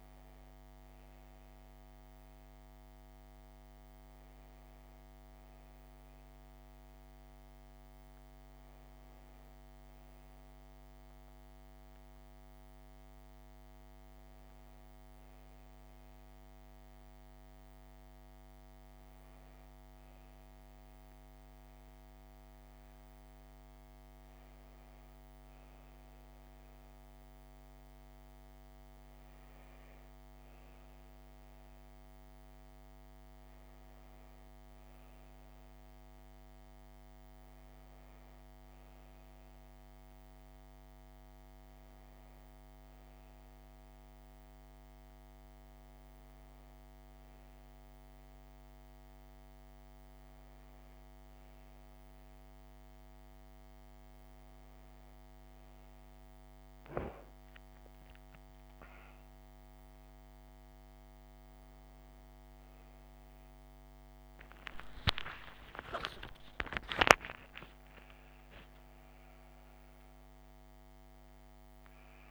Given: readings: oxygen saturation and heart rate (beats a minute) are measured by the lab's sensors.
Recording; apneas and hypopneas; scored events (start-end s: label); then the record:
breathing in sleep, hard to hear, by a microphone on the trachea; none
55.00-72.31 s: new sleep stage, awake
From the record:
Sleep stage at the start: N1 (lightest sleep); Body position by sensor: on the back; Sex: female